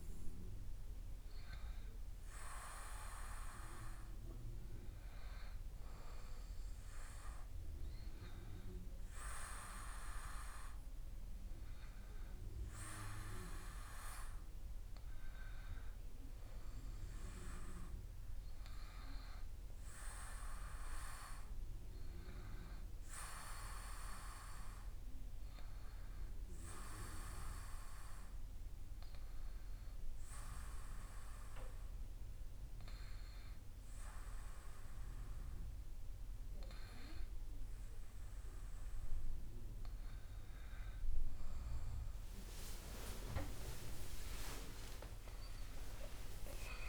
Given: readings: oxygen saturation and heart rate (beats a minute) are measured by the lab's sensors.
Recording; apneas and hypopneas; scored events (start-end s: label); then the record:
breathing in sleep by a room microphone; 1
25.50-40.00 s: hypopnea (oxygen 96% before, 94% lowest)
41.50-46.89 s: arousal
From the record:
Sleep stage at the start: REM sleep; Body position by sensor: on the back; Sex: male